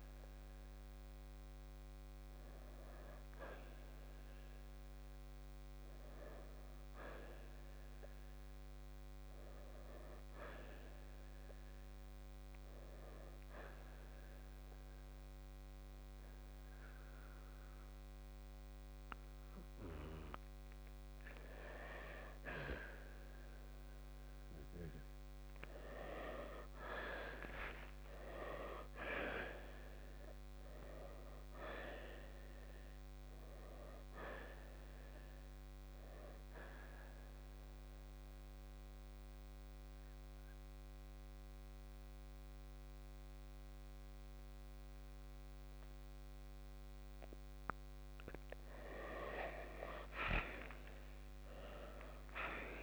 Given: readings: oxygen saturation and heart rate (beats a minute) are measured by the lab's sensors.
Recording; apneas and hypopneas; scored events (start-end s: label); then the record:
breathing in sleep by a microphone on the trachea; 1
0.00-14.50 s: oxygen desaturation (device-marked, oxygen 84% lowest, heart rate 61 extreme)
26.50-30.50 s: arousal
34.50-52.83 s: oxygen desaturation (device-marked, oxygen 93% before, 88% lowest, heart rate 65 before, 57 extreme)
37.50-48.50 s: mixed apnea (oxygen 95% before, 86% lowest, heart rate 66 before, 57 extreme, up 13 after)
50.50-52.83 s: arousal
From the record:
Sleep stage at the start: N2 (light sleep); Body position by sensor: on the right side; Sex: male